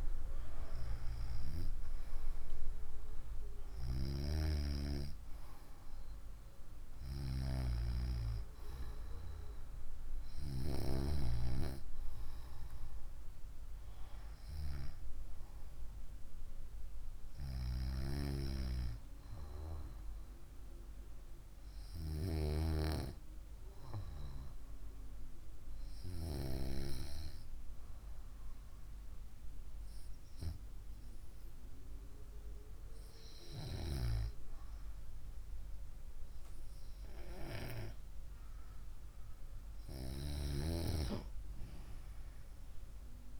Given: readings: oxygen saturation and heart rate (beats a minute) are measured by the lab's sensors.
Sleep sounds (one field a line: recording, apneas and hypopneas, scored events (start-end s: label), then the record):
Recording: breathing in sleep by a room microphone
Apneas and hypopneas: 1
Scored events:
0.00-1.00 s: arousal
24.50-36.50 s: hypopnea (oxygen 95% before, 91% lowest, heart rate 65 before, 61 extreme, up 4 after)
38.50-42.00 s: arousal
From the record:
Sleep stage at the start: REM sleep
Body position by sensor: on the right side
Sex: female